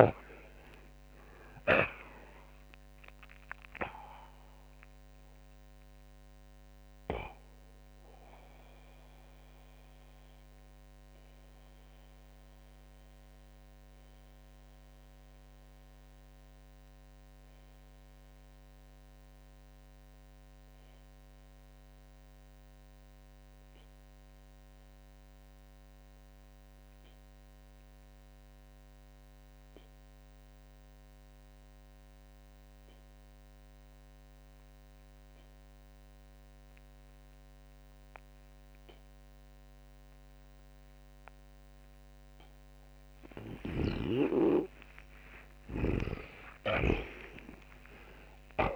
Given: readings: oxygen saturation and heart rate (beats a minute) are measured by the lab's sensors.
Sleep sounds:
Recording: breathing in sleep by a microphone on the trachea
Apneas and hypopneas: 1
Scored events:
3.50-33.50 s: oxygen desaturation (device-marked, oxygen 93% before, 76% lowest)
7.50-41.00 s: mixed apnea (oxygen 93% before, 73% lowest)
44.00-48.50 s: arousal
From the record:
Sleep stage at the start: N2 (light sleep)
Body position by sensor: on the back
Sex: male

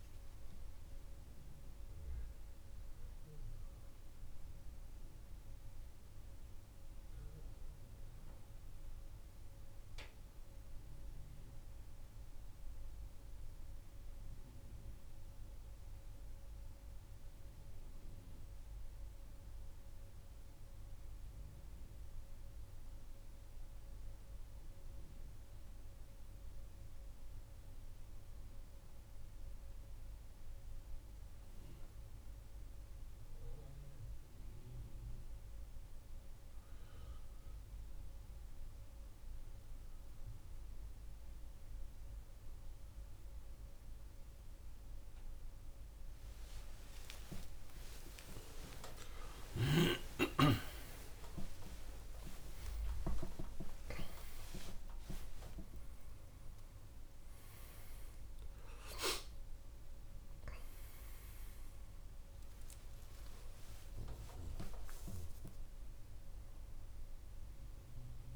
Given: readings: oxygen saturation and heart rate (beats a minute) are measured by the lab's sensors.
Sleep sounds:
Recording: breathing in sleep by a room microphone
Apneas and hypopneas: none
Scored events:
0.00-2.00 s: arousal
46.50-53.00 s: arousal
From the record:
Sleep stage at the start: N1 (lightest sleep)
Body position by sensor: on the back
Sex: male

